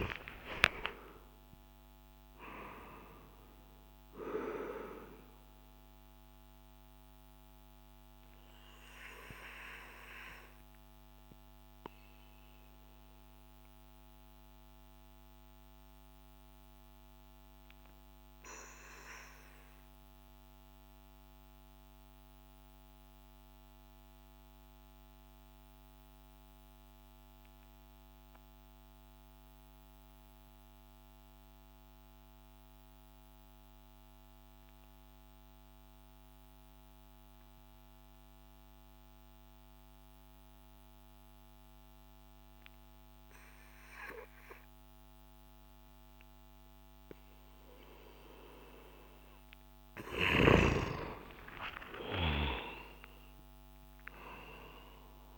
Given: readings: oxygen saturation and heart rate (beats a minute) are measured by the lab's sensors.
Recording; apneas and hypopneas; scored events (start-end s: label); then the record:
breathing in sleep by a microphone on the trachea; 1
0.00-4.00 s: oxygen desaturation (device-marked, oxygen 92% lowest)
3.00-48.00 s: mixed apnea (oxygen 98% before, 89% lowest)
12.00-25.00 s: oxygen desaturation (device-marked, oxygen 93% before, 89% lowest)
47.00-55.38 s: oxygen desaturation (device-marked, oxygen 97% before, 90% lowest)
50.00-54.50 s: arousal
From the record:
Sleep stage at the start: N2 (light sleep); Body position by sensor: on the back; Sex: male